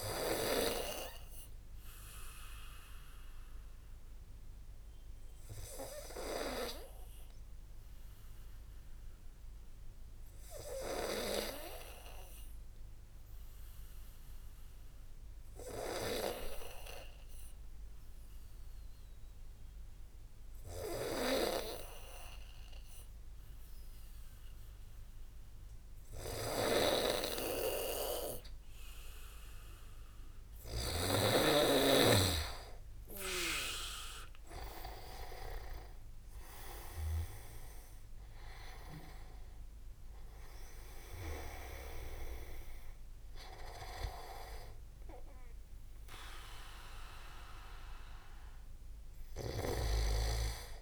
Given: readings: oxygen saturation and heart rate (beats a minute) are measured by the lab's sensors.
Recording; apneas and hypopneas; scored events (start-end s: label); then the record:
breathing in sleep by a room microphone; 1
0.00-14.00 s: oxygen desaturation (device-marked, oxygen 92% lowest)
1.00-29.50 s: obstructive apnea (oxygen 98% before, 90% lowest)
25.00-39.00 s: oxygen desaturation (device-marked, oxygen 96% before, 92% lowest)
27.00-31.50 s: snoring (device-marked)
32.50-36.50 s: arousal
34.50-37.50 s: leg movement (device-marked)
41.00-50.82 s: oxygen desaturation (device-marked, oxygen 95% before, 90% lowest)
47.00-50.82 s: tachycardia (device-marked)
From the record:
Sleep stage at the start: N2 (light sleep); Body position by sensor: on the back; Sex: male